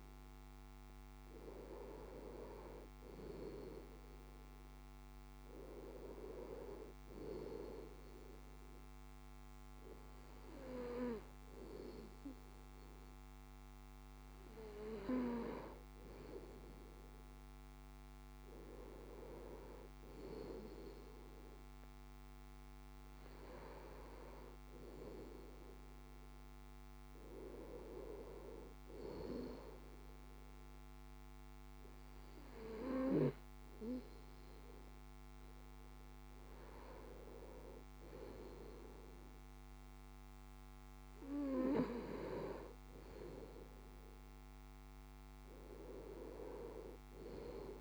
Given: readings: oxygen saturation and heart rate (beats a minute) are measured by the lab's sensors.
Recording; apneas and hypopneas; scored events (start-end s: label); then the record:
breathing in sleep by a microphone on the trachea; none
none scored
From the record:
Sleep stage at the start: N2 (light sleep); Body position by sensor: on the left side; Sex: male